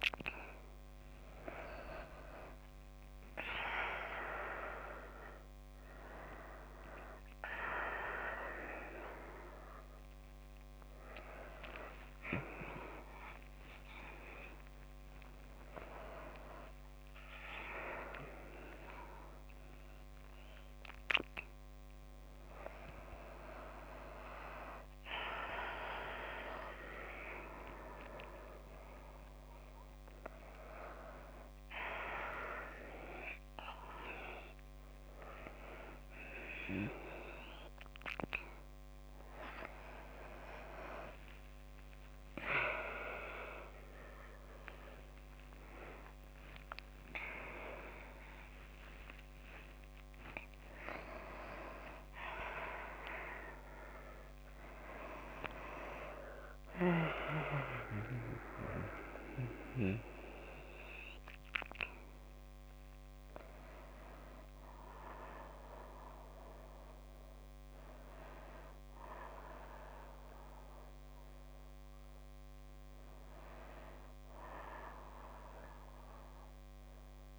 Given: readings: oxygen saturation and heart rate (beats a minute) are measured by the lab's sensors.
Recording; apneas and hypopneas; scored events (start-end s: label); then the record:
a person awake in a sleep study, by a microphone on the trachea; none
56.50-77.39 s: new sleep stage, N2 (light sleep)
From the record:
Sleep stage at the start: awake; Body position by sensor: on the back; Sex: female